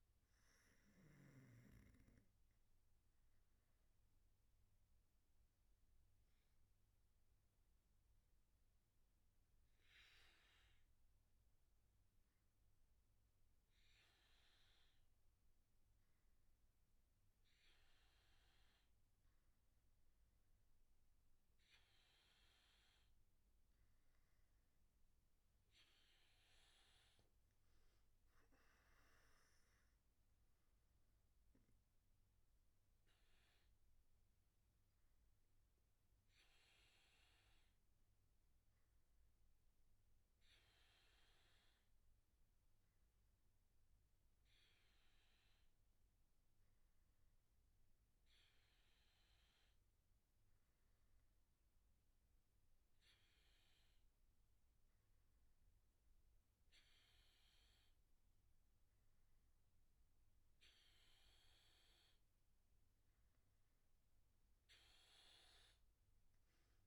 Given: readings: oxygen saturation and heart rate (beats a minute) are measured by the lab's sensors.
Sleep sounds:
breathing in sleep, hard to hear, by a room microphone; none
none scored
From the record:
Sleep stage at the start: N2 (light sleep); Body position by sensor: on the back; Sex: male

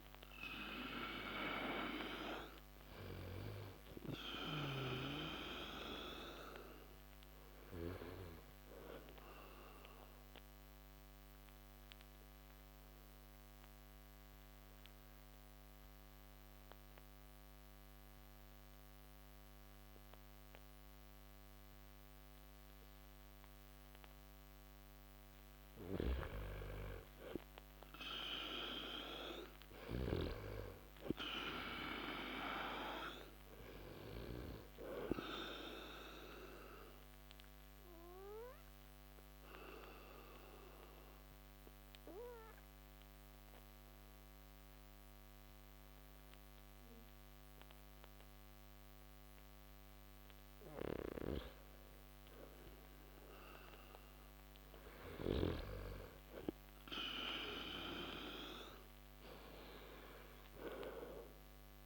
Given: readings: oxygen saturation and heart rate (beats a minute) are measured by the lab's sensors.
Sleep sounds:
breathing in sleep by a microphone on the trachea; 2
0.00-1.50 s: arousal
4.50-24.50 s: oxygen desaturation (device-marked, oxygen 97% before, 88% lowest)
7.50-25.50 s: obstructive apnea (oxygen 97% before, 88% lowest)
27.00-30.50 s: arousal
35.50-55.50 s: oxygen desaturation (device-marked, oxygen 97% before, 89% lowest)
36.00-51.00 s: obstructive apnea (oxygen 97% before, 89% lowest)
55.00-59.50 s: arousal
From the record:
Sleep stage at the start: N2 (light sleep); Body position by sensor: on the back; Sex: male

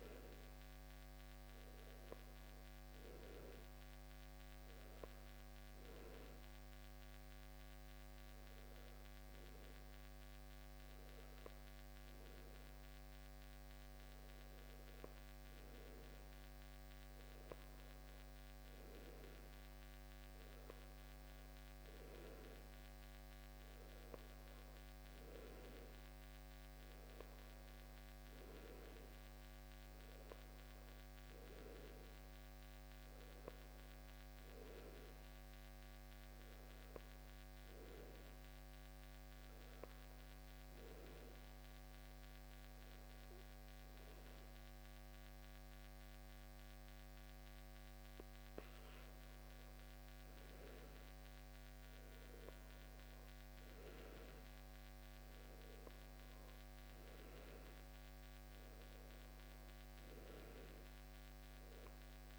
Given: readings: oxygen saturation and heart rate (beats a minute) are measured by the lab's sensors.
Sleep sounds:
breathing in sleep, hard to hear, by a microphone on the trachea; 1
34.00-37.50 s: arousal
39.50-51.50 s: hypopnea (oxygen 96% before, 92% lowest, heart rate 64 before, 56 extreme, up 10 after)
55.50-59.00 s: arousal
From the record:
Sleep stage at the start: N1 (lightest sleep); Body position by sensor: on the back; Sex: male

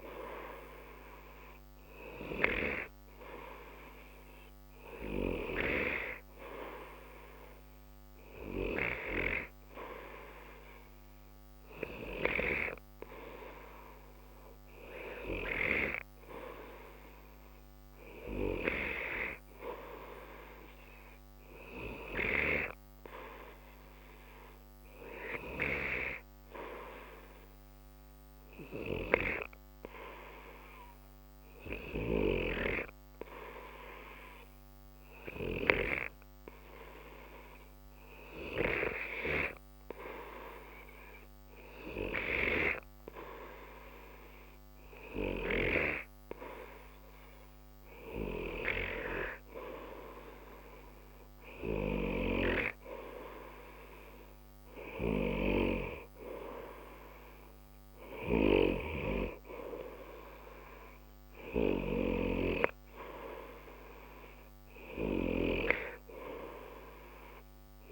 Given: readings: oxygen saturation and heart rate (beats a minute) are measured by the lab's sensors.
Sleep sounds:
breathing in sleep by a microphone on the trachea; 1
29.00-42.00 s: hypopnea (oxygen 93% before, 92% lowest, heart rate 60 before, 60 extreme, up 0 after)
44.00-47.50 s: arousal
From the record:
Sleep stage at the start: N2 (light sleep); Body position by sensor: on the right side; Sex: male

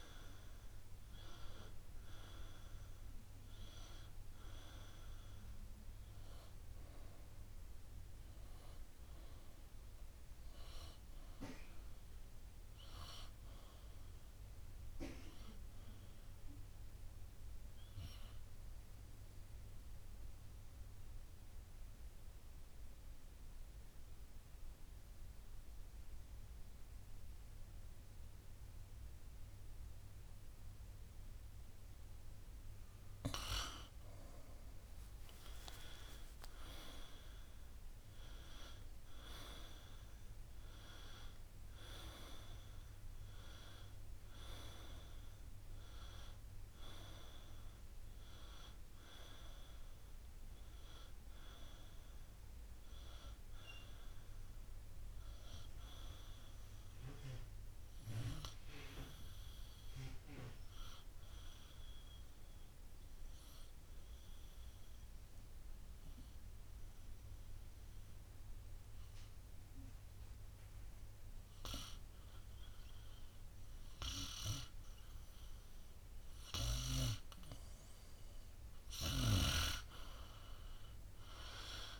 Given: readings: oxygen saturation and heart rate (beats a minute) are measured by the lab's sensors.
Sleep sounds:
breathing in sleep by a room microphone; 2
19.50-33.00 s: obstructive apnea (oxygen 96% before, 93% lowest, heart rate 60 before, 50 extreme, up 6 after)
35.00-39.00 s: arousal
61.50-77.50 s: obstructive apnea (oxygen 97% before, 93% lowest, heart rate 60 before, 56 extreme, up 7 after)
62.50-77.50 s: oxygen desaturation (device-marked, oxygen 97% before, 93% lowest, heart rate 60 before, 56 extreme)
79.50-82.00 s: arousal
From the record:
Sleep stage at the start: N2 (light sleep); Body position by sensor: on the right side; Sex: male

